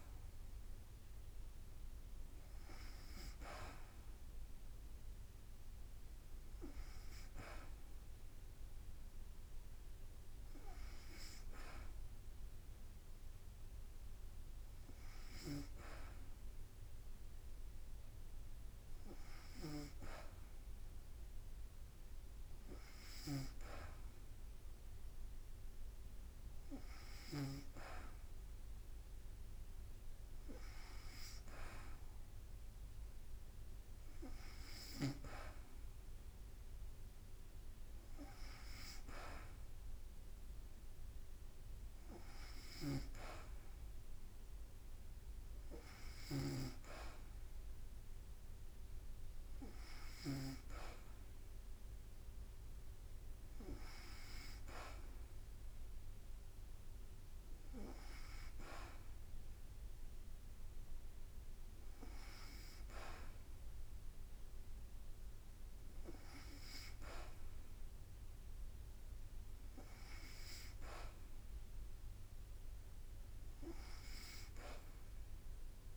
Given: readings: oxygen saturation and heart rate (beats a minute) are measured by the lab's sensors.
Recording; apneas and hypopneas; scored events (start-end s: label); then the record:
breathing in sleep by a room microphone; none
5.00-17.00 s: oxygen desaturation (device-marked, oxygen 98% before, 93% lowest, heart rate 53 before, 52 extreme)
71.00-75.97 s: drop in pulse transit time (device-marked, heart rate 55 before, 55 extreme)
From the record:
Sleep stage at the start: N2 (light sleep); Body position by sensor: on the back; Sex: female